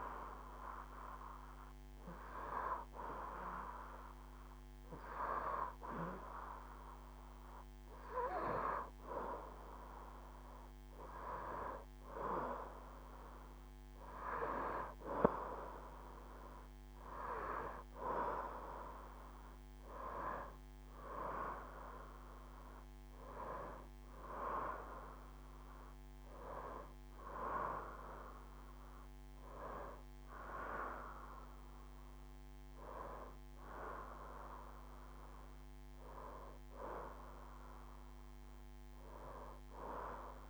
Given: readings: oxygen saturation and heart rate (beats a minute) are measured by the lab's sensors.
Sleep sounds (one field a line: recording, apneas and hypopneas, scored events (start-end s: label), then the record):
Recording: breathing in sleep by a microphone on the trachea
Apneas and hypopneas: none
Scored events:
34.00-37.50 s: arousal
From the record:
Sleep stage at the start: N2 (light sleep)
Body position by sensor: on the right side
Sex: female